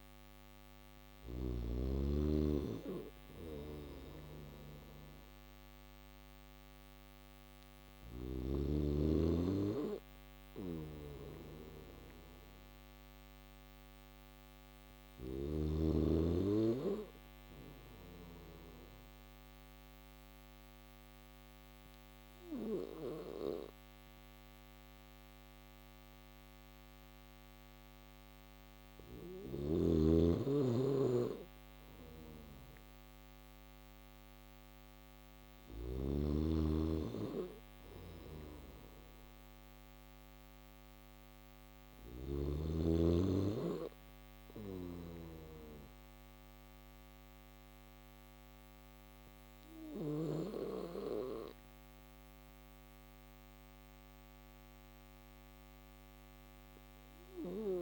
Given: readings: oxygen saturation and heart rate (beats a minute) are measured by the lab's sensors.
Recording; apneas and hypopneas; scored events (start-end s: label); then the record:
breathing in sleep by a microphone on the trachea; none
2.50-14.50 s: snoring (device-marked)
37.00-41.50 s: snoring (device-marked)
From the record:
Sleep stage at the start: N3 (deep sleep); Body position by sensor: on the back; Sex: male